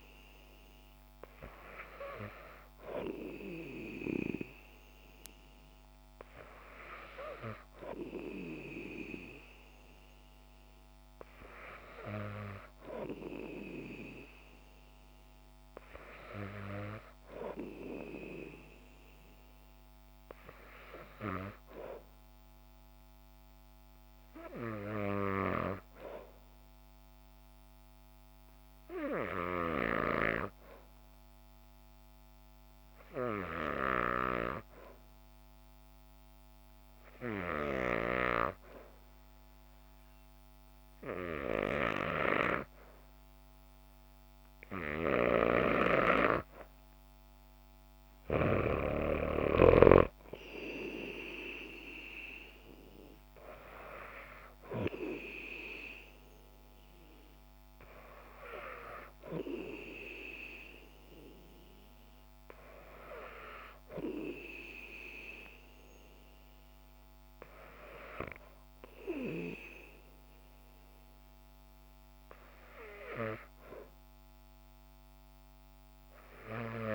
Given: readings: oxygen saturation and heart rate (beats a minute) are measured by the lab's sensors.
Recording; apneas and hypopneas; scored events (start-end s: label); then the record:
breathing in sleep by a microphone on the trachea; 1
27.50-46.00 s: hypopnea (oxygen 96% before, 91% lowest, heart rate 64 before, 60 extreme, up 5 after)
42.00-48.50 s: snoring (device-marked)
46.50-74.50 s: oxygen desaturation (device-marked, oxygen 95% before, 91% lowest, heart rate 63 before, 60 extreme)
49.00-52.50 s: arousal
From the record:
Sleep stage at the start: N2 (light sleep); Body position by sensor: on the back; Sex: female